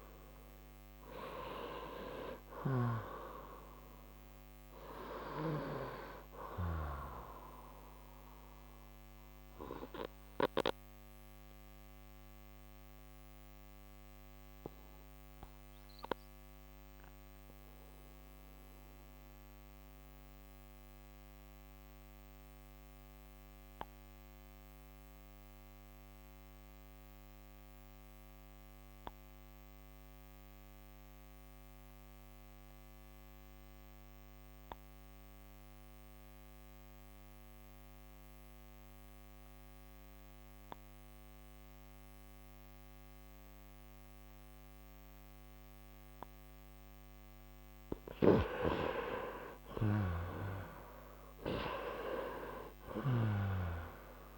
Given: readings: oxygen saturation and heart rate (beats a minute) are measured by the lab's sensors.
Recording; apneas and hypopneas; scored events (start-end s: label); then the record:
breathing in sleep by a microphone on the trachea; 1
0.00-2.50 s: arousal
3.50-30.50 s: oxygen desaturation (device-marked, oxygen 96% before, 88% lowest, heart rate 68 before, 52 extreme)
7.50-46.50 s: obstructive apnea (oxygen 97% before, 87% lowest, heart rate 68 before, 52 extreme, up 15 after)
47.50-54.38 s: oxygen desaturation (device-marked, oxygen 97% before, 87% lowest, heart rate 64 before, 56 extreme)
48.50-52.50 s: arousal
From the record:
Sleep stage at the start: N2 (light sleep); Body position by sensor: on the right side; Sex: male